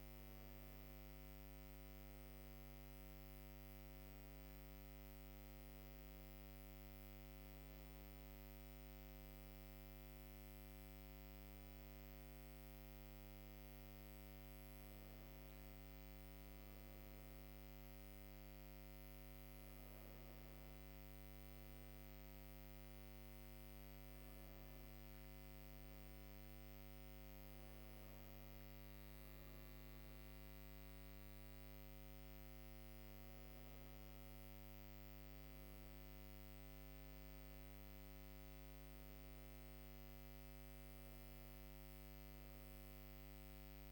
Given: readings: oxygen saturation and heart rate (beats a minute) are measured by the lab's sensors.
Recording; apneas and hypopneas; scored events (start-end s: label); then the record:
breathing in sleep, hard to hear, by a microphone on the trachea; none
none scored
From the record:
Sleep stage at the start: N2 (light sleep); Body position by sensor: on the right side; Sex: female